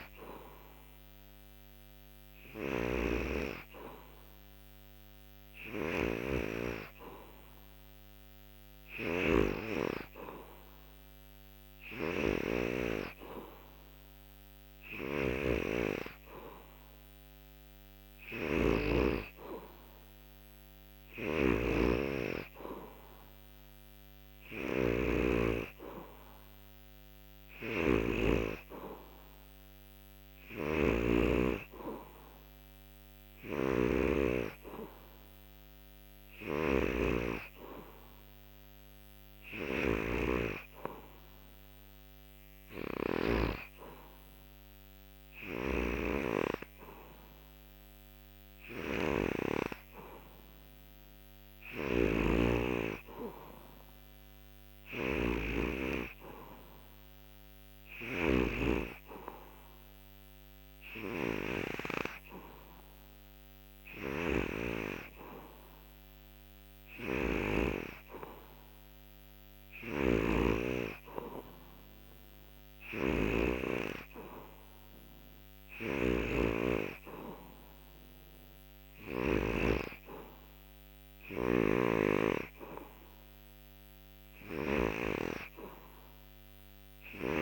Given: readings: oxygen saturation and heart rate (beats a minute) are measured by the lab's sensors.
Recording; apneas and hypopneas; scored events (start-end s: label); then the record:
breathing in sleep by a microphone on the trachea; none
0.00-31.00 s: snoring (device-marked)
33.00-43.00 s: snoring (device-marked)
45.00-79.00 s: snoring (device-marked)
81.00-87.42 s: snoring (device-marked)
From the record:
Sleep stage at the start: N3 (deep sleep); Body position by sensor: on the back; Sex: male